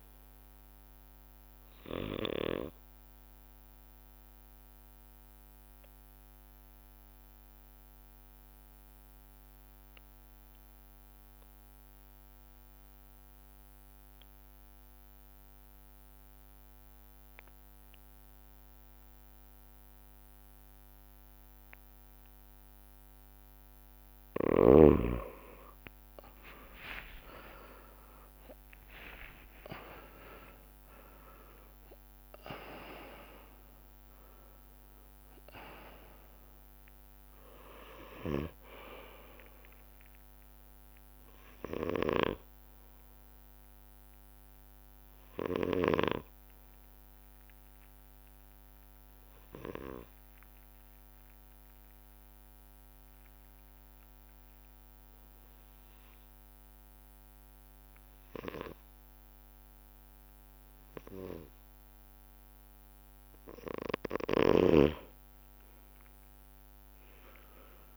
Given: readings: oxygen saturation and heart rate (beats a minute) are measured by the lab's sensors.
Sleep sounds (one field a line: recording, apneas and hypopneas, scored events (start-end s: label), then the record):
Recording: breathing in sleep by a microphone on the trachea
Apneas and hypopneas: 2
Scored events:
0.00-1.50 s: oxygen desaturation (device-marked, oxygen 92% lowest, heart rate 52 extreme)
2.00-4.00 s: long interval between heartbeats (device-marked, heart rate 82 before, 87 extreme)
4.50-23.00 s: obstructive apnea (oxygen 98% before, 91% lowest, heart rate 85 before, 47 extreme, up 60 after)
5.50-7.50 s: long interval between heartbeats (device-marked, heart rate 87 before, 104 extreme)
6.50-16.50 s: drop in pulse transit time (device-marked, heart rate 88 before, 66 extreme)
9.50-11.50 s: long interval between heartbeats (device-marked, heart rate 92 before, 85 extreme)
13.00-15.00 s: long interval between heartbeats (device-marked, heart rate 91 before, 69 extreme)
16.50-23.50 s: bradycardia (device-marked, heart rate 31 before, 52 extreme)
24.50-26.50 s: long interval between heartbeats (device-marked, heart rate 75 before, 59 extreme)
26.50-31.00 s: arousal
27.50-29.50 s: long interval between heartbeats (device-marked, heart rate 69 before, 79 extreme)
27.50-40.50 s: drop in pulse transit time (device-marked, heart rate 69 before, 56 extreme)
30.00-32.00 s: long interval between heartbeats (device-marked, heart rate 68 before, 109 extreme)
32.00-34.00 s: long interval between heartbeats (device-marked, heart rate 70 before, 130 extreme)
32.50-55.50 s: oxygen desaturation (device-marked, oxygen 98% before, 91% lowest)
36.50-46.50 s: bradycardia (device-marked, heart rate 35 before, 47 extreme)
47.50-67.97 s: bradycardia (device-marked)
48.00-50.00 s: long interval between heartbeats (device-marked, heart rate 86 before, 57 extreme)
48.00-63.00 s: obstructive apnea (oxygen 99% before, 91% lowest)
52.50-53.50 s: drop in pulse transit time (device-marked, heart rate 75 before, 58 extreme)
55.50-62.50 s: drop in pulse transit time (device-marked, heart rate 63 before, 53 extreme)
60.00-62.00 s: long interval between heartbeats (device-marked, heart rate 54 before, 54 extreme)
64.50-66.50 s: drop in pulse transit time (device-marked, heart rate 53 before, 35 extreme)
From the record:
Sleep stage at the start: N2 (light sleep)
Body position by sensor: on the left side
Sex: male